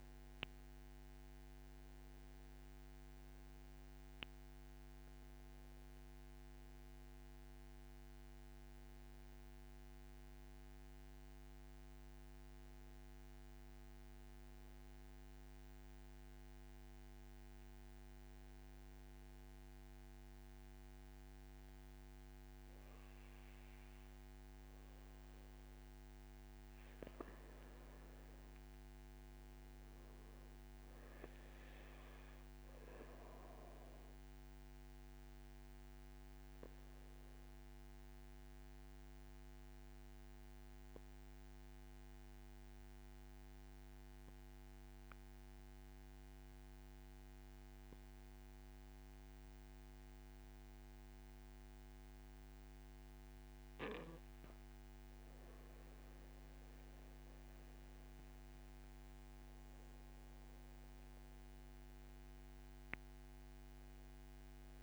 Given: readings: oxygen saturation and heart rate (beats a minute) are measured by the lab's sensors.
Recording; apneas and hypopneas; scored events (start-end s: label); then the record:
breathing in sleep, hard to hear, by a microphone on the trachea; 2
0.00-11.00 s: oxygen desaturation (device-marked, oxygen 88% lowest, heart rate 59 extreme)
15.00-27.00 s: mixed apnea (oxygen 94% before, 88% lowest, heart rate 77 before, 52 extreme, up 1 after)
28.50-31.50 s: arousal
32.00-49.00 s: oxygen desaturation (device-marked, oxygen 95% before, 90% lowest, heart rate 62 before, 44 extreme)
37.50-53.50 s: mixed apnea (oxygen 96% before, 88% lowest, heart rate 60 before, 44 extreme, up 1 after)
55.50-59.50 s: arousal
60.00-64.83 s: oxygen desaturation (device-marked, oxygen 94% before, 88% lowest, heart rate 62 before, 54 extreme)
From the record:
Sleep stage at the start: N2 (light sleep); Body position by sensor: on the back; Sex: male